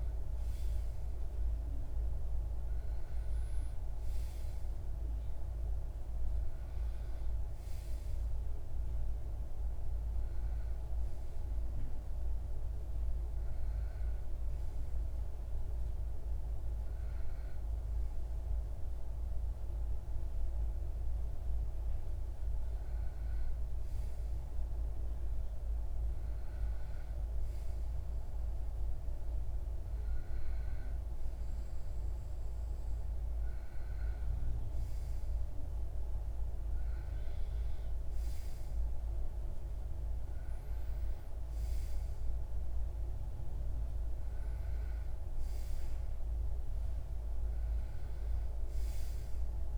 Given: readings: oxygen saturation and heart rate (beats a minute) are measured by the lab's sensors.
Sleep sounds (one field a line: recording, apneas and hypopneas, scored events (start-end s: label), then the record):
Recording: breathing in sleep, hard to hear, by a room microphone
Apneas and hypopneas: none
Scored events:
none scored
From the record:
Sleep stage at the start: REM sleep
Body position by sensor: on the back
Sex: male